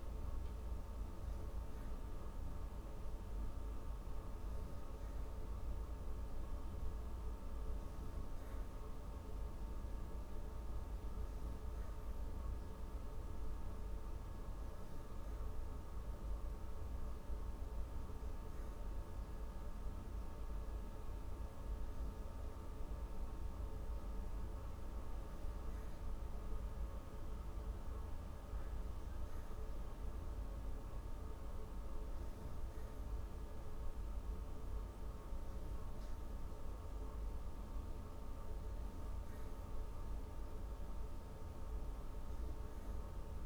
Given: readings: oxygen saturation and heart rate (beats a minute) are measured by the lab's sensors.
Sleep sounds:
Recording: breathing in sleep, hard to hear, by a room microphone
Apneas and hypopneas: none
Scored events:
none scored
From the record:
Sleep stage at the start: N3 (deep sleep)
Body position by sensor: on the back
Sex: female

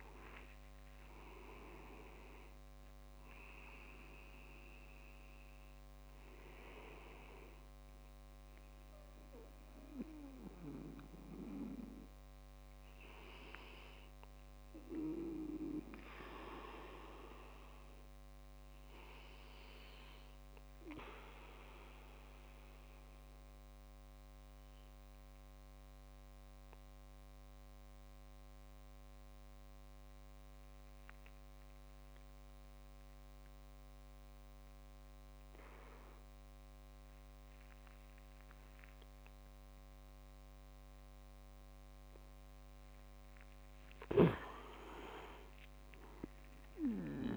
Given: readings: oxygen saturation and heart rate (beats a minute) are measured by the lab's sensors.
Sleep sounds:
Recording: breathing in sleep by a microphone on the trachea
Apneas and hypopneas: 1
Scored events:
0.00-3.00 s: arousal
17.00-42.00 s: obstructive apnea (oxygen 99% before, 95% lowest)
45.50-47.37 s: arousal
From the record:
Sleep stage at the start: N2 (light sleep)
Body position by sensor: on the back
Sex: male

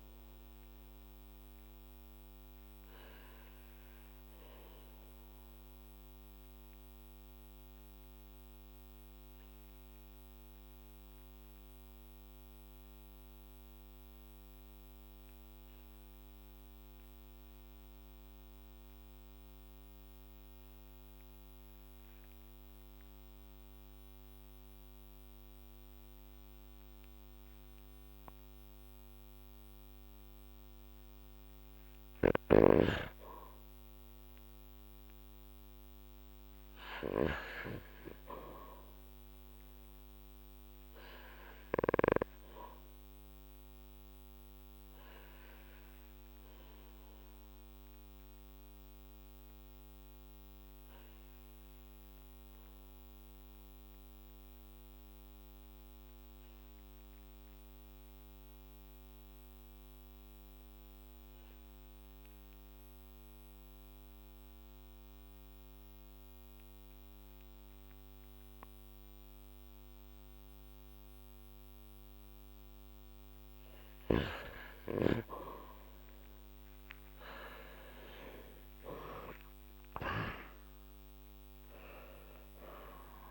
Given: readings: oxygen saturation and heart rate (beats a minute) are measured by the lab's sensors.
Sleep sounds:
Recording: breathing in sleep by a microphone on the trachea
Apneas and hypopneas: 2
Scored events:
0.00-3.00 s: oxygen desaturation (device-marked, oxygen 96% lowest, heart rate 47 extreme)
2.50-30.00 s: obstructive apnea (oxygen 99% before, 95% lowest, heart rate 56 before, 47 extreme, up 4 after)
25.00-40.00 s: oxygen desaturation (device-marked, oxygen 98% before, 95% lowest, heart rate 48 before, 47 extreme)
33.50-37.50 s: arousal
41.00-71.50 s: obstructive apnea (oxygen 98% before, 93% lowest, heart rate 52 before, 47 extreme, up 5 after)
64.00-76.00 s: oxygen desaturation (device-marked, oxygen 99% before, 95% lowest, heart rate 50 before, 47 extreme)
77.00-79.00 s: long interval between heartbeats (device-marked, heart rate 50 before, 55 extreme)
79.00-83.00 s: arousal
From the record:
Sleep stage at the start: N2 (light sleep)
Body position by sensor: on the back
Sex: male

